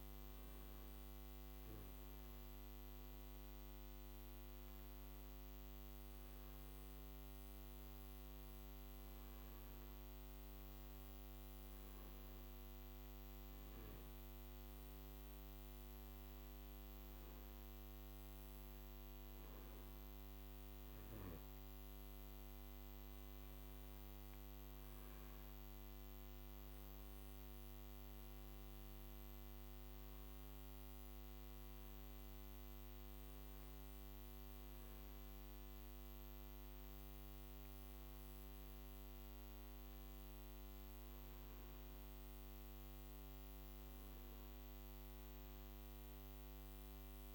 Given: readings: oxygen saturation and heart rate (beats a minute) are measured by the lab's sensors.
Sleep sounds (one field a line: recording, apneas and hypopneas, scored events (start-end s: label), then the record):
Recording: breathing in sleep, hard to hear, by a microphone on the trachea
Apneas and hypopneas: 1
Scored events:
11.50-22.50 s: hypopnea (oxygen 97% before, 94% lowest, heart rate 59 before, 53 extreme, up 7 after)
25.50-30.00 s: arousal
From the record:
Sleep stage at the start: N2 (light sleep)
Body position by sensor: on the back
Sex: male